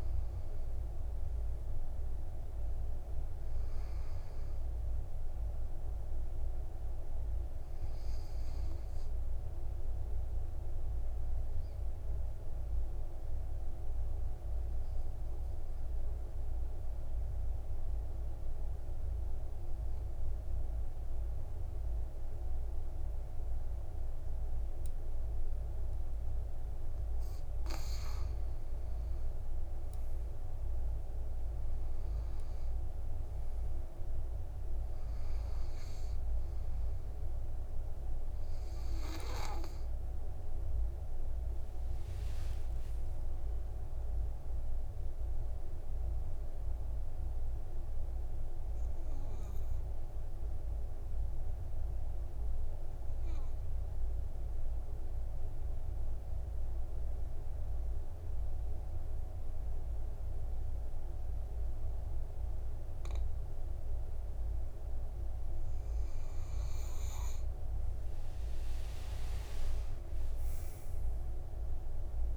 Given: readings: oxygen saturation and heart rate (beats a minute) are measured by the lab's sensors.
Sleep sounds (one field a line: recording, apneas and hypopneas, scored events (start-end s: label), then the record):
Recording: breathing in sleep, hard to hear, by a room microphone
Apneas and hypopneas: 2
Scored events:
0.00-1.50 s: arousal
3.00-24.00 s: oxygen desaturation (device-marked, oxygen 99% before, 94% lowest, heart rate 58 before, 55 extreme)
9.50-28.00 s: obstructive apnea (oxygen 99% before, 89% lowest, heart rate 60 before, 54 extreme, up 7 after)
30.00-33.00 s: arousal
30.00-64.00 s: oxygen desaturation (device-marked, oxygen 99% before, 89% lowest, heart rate 59 before, 51 extreme)
48.00-65.00 s: obstructive apnea (oxygen 99% before, 89% lowest, heart rate 62 before, 51 extreme, up 28 after)
68.50-72.37 s: arousal
70.00-72.00 s: long interval between heartbeats (device-marked, heart rate 55 before, 79 extreme)
From the record:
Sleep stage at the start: N2 (light sleep)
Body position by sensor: on the back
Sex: male